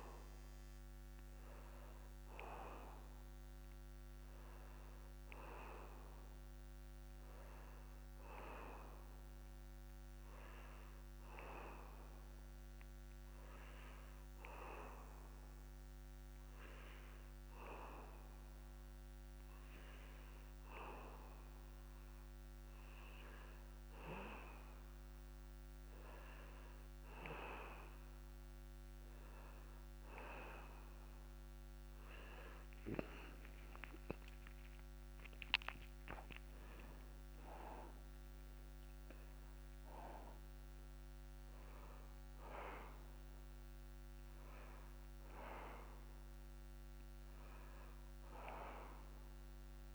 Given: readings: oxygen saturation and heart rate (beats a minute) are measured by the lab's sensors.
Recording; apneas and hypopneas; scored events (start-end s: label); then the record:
a person awake in a sleep study, by a microphone on the trachea; none
none scored
From the record:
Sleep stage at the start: awake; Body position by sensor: on the back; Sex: male